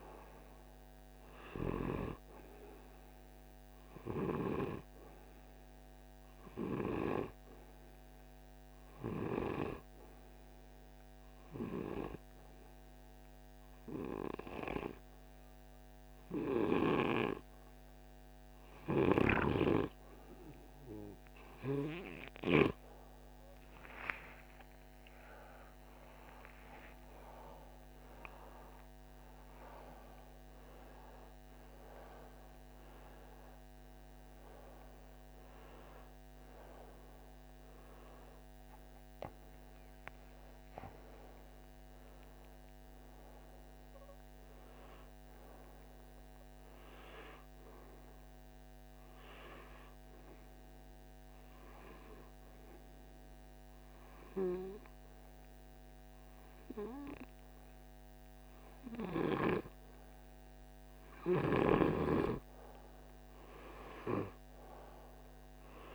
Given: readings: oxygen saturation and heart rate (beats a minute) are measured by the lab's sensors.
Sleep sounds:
breathing in sleep by a microphone on the trachea; 2
0.00-8.00 s: oxygen desaturation (device-marked, oxygen 96% lowest, heart rate 49 extreme)
2.50-17.50 s: hypopnea (oxygen 99% before, 96% lowest, heart rate 59 before, 49 extreme, up 2 after)
18.50-22.00 s: arousal
47.00-60.00 s: hypopnea (oxygen 98% before, 95% lowest, heart rate 53 before, 49 extreme, up 2 after)
63.50-65.95 s: arousal
From the record:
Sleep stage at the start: N2 (light sleep); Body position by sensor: on the right side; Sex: male

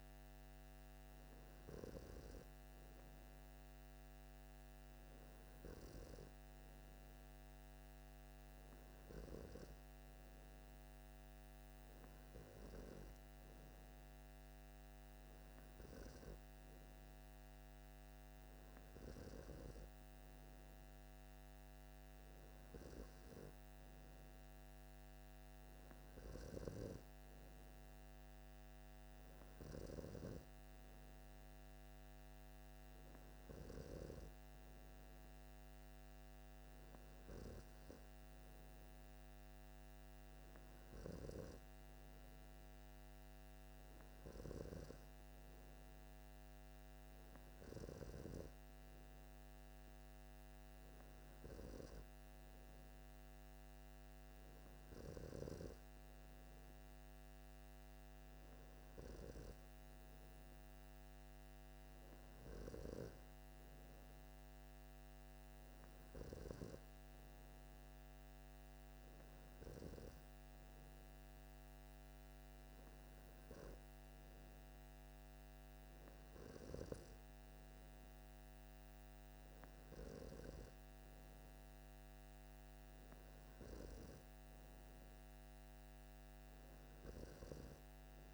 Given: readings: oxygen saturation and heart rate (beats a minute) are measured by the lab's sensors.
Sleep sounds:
breathing in sleep by a microphone on the trachea; none
none scored
From the record:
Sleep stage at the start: N3 (deep sleep); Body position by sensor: on the left side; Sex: male

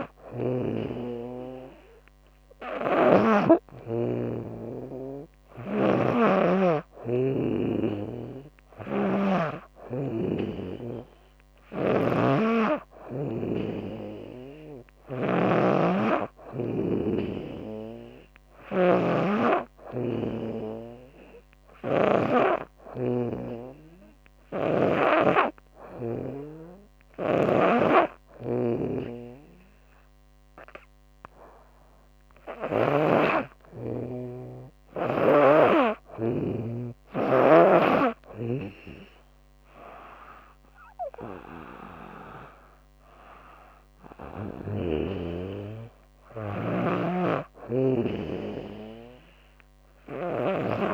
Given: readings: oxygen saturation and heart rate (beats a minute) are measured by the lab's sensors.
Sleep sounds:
breathing in sleep by a microphone on the trachea; 1
0.00-5.50 s: snoring (device-marked)
15.00-24.50 s: snoring (device-marked)
19.00-32.00 s: hypopnea (oxygen 98% before, 95% lowest, heart rate 79 before, 76 extreme, up 1 after)
26.50-32.50 s: snoring (device-marked)
33.50-36.50 s: arousal
46.50-50.94 s: snoring (device-marked)
From the record:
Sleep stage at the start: N2 (light sleep); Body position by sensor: on the back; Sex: female

